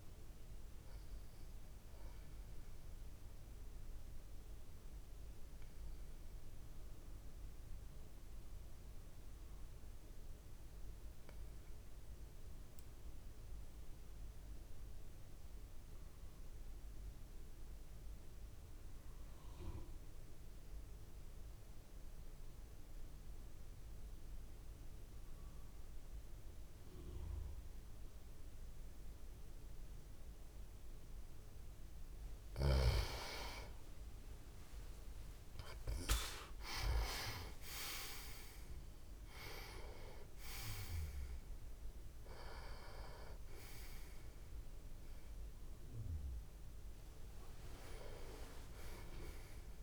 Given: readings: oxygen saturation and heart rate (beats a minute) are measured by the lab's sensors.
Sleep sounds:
breathing in sleep by a room microphone; 1
0.00-11.50 s: oxygen desaturation (device-marked, oxygen 90% lowest)
1.50-31.00 s: obstructive apnea (oxygen 98% before, 89% lowest)
26.50-39.50 s: oxygen desaturation (device-marked, oxygen 98% before, 93% lowest)
33.00-37.50 s: arousal
44.50-49.83 s: oxygen desaturation (device-marked, oxygen 96% before, 89% lowest)
From the record:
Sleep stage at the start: N2 (light sleep); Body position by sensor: on the back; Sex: male

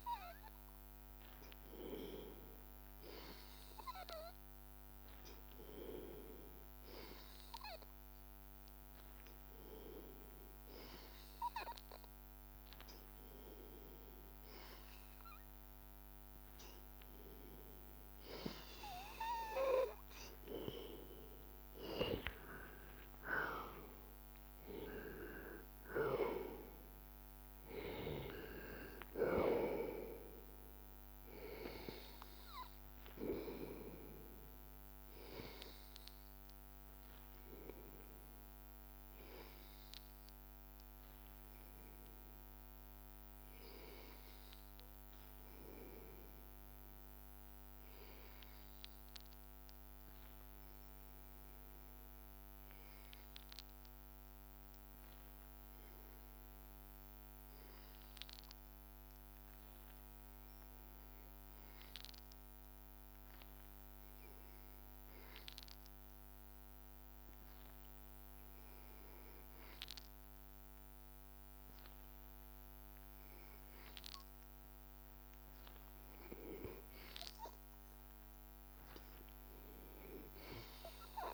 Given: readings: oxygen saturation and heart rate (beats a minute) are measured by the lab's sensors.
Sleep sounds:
breathing in sleep by a microphone on the trachea; 2
0.00-1.50 s: arousal
4.50-18.00 s: hypopnea (oxygen 95% before, 91% lowest, heart rate 85 before, 88 extreme, up 0 after)
20.00-23.00 s: arousal
22.00-42.00 s: oxygen desaturation (device-marked, oxygen 94% before, 91% lowest, heart rate 88 before, 86 extreme)
40.50-67.50 s: hypopnea (oxygen 94% before, 91% lowest, heart rate 89 before, 85 extreme, up 0 after)
66.00-81.34 s: oxygen desaturation (device-marked, oxygen 98% before, 91% lowest, heart rate 87 before, 84 extreme)
70.50-74.00 s: arousal
From the record:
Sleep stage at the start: N2 (light sleep); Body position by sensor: on the back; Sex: male

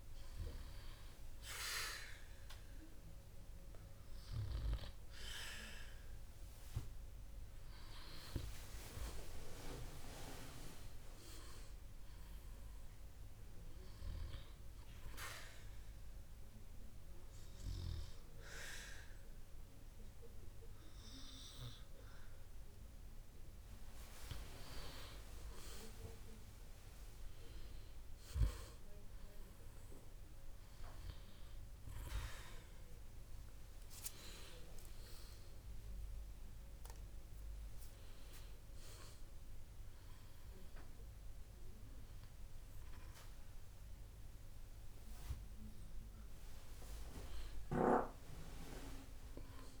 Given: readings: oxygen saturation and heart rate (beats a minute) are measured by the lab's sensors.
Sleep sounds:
breathing in sleep by a room microphone; 1
16.00-26.00 s: obstructive apnea (oxygen 98% before, 95% lowest, heart rate 63 before, 58 extreme, up 7 after)
33.50-38.00 s: arousal
From the record:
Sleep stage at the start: N2 (light sleep); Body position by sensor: on the back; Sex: male

